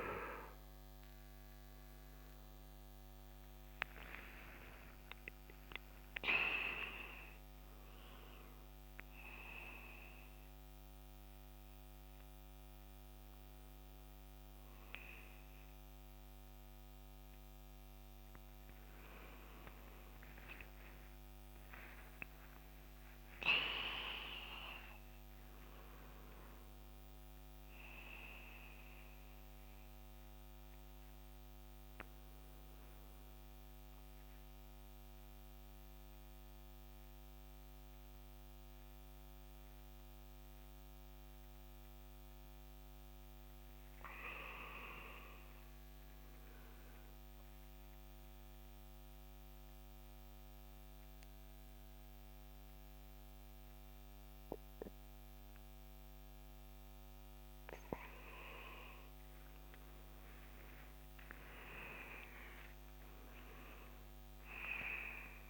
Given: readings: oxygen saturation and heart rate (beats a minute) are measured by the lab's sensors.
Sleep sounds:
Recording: breathing in sleep by a microphone on the trachea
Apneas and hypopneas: 2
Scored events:
20.50-65.49 s: new sleep stage, N2 (light sleep)
21.00-25.50 s: arousal
34.00-45.00 s: mixed apnea (oxygen 96% before, 91% lowest, heart rate 73 before, 62 extreme, up 9 after)
41.50-53.50 s: oxygen desaturation (device-marked, oxygen 94% before, 91% lowest, heart rate 73 before, 61 extreme)
46.00-48.00 s: arousal
49.50-60.50 s: mixed apnea (oxygen 95% before, 91% lowest, heart rate 72 before, 61 extreme, up 17 after)
62.00-65.00 s: arousal
From the record:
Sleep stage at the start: N1 (lightest sleep)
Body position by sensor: on the right side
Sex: male

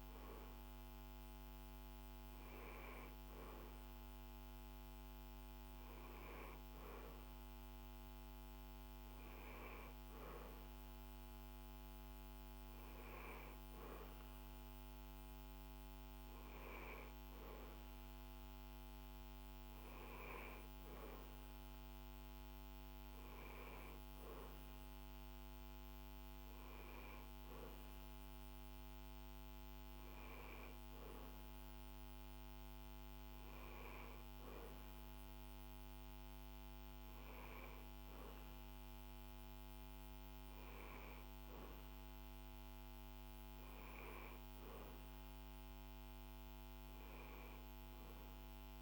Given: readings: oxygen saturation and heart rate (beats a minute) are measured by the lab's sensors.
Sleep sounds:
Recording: breathing in sleep, hard to hear, by a microphone on the trachea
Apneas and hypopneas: none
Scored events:
none scored
From the record:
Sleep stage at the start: N1 (lightest sleep)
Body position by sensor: on the back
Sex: male

